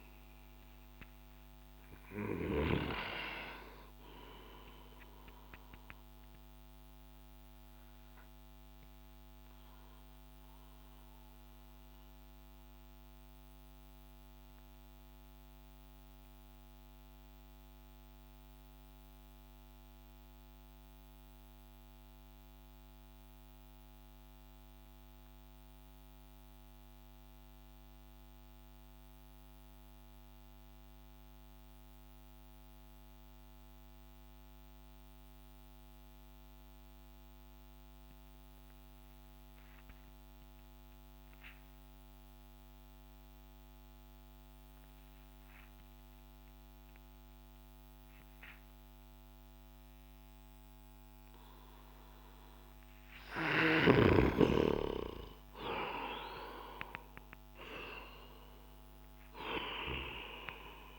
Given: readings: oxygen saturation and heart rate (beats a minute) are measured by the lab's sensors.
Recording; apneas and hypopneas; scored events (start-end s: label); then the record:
breathing in sleep by a microphone on the trachea; 1
0.00-2.50 s: oxygen desaturation (device-marked, oxygen 93% lowest)
4.50-17.50 s: oxygen desaturation (device-marked, oxygen 94% before, 91% lowest)
5.50-51.50 s: mixed apnea (oxygen 97% before, 89% lowest)
43.50-60.99 s: oxygen desaturation (device-marked, oxygen 97% before, 89% lowest)
53.50-58.50 s: arousal
From the record:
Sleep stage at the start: N2 (light sleep); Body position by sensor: on the back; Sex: male